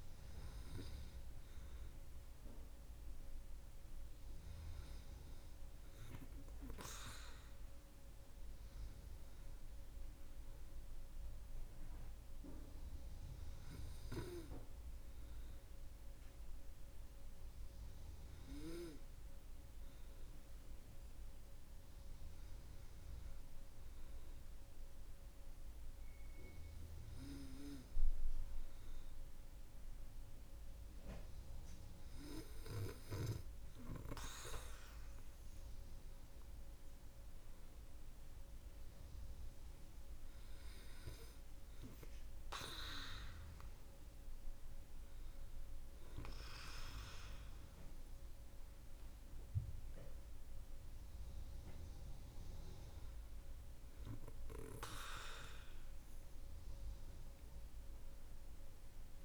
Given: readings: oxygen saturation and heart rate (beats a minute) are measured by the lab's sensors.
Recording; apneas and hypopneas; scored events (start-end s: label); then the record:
breathing in sleep by a room microphone; none
none scored
From the record:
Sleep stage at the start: N2 (light sleep); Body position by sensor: on the back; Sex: female